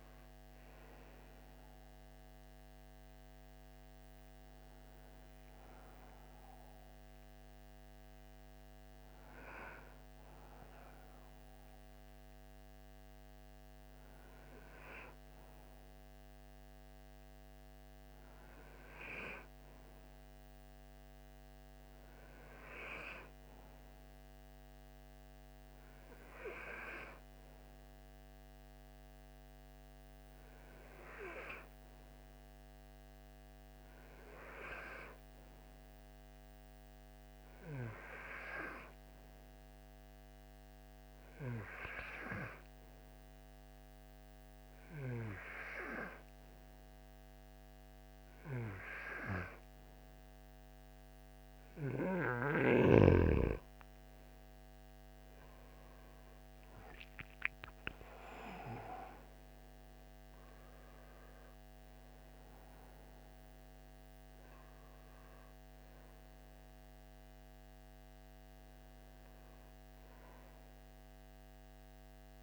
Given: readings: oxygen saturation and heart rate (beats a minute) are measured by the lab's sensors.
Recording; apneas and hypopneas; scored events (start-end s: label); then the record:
breathing in sleep by a microphone on the trachea; 1
0.00-1.50 s: oxygen desaturation (device-marked, oxygen 92% lowest, heart rate 56 extreme)
35.00-50.50 s: hypopnea (oxygen 98% before, 92% lowest, heart rate 58 before, 54 extreme, up 8 after)
53.00-56.50 s: arousal
From the record:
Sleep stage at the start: N2 (light sleep); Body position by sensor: on the right side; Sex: male